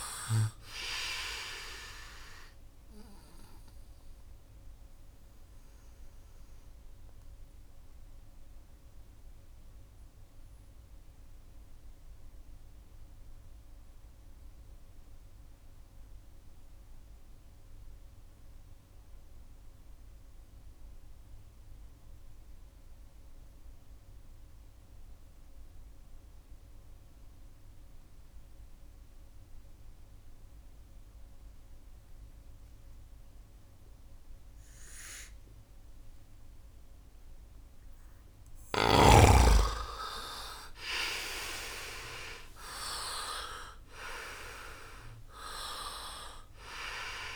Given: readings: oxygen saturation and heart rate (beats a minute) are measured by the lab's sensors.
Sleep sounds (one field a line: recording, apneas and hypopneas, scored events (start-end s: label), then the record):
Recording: breathing in sleep by a room microphone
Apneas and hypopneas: 1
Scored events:
0.00-19.50 s: oxygen desaturation (device-marked, oxygen 80% lowest, heart rate 65 extreme)
7.50-37.50 s: mixed apnea (oxygen 99% before, 79% lowest, heart rate 72 before, 64 extreme, up 11 after)
33.50-47.36 s: oxygen desaturation (device-marked, oxygen 98% before, 79% lowest, heart rate 69 before, 64 extreme)
43.00-46.50 s: arousal
From the record:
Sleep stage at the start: N2 (light sleep)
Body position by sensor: on the right side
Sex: male